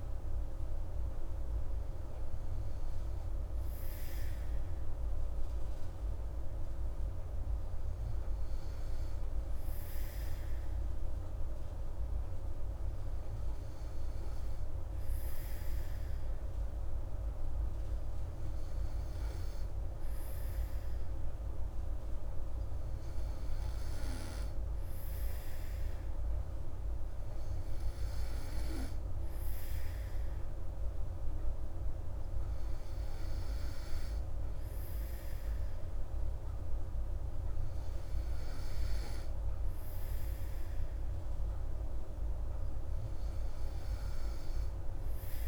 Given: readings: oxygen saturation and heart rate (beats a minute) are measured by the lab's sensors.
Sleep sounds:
breathing in sleep, hard to hear, by a room microphone; none
none scored
From the record:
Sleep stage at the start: N2 (light sleep); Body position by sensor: on the back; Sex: female

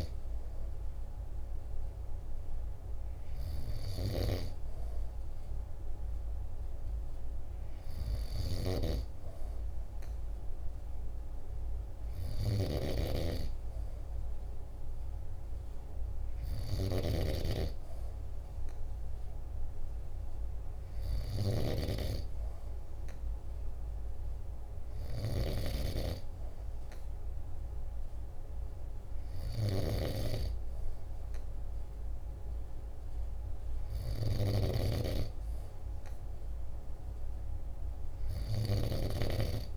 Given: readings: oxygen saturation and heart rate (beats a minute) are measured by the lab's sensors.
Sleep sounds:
breathing in sleep by a room microphone; none
3.00-21.00 s: snoring (device-marked)
From the record:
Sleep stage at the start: N2 (light sleep); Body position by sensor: on the back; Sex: male

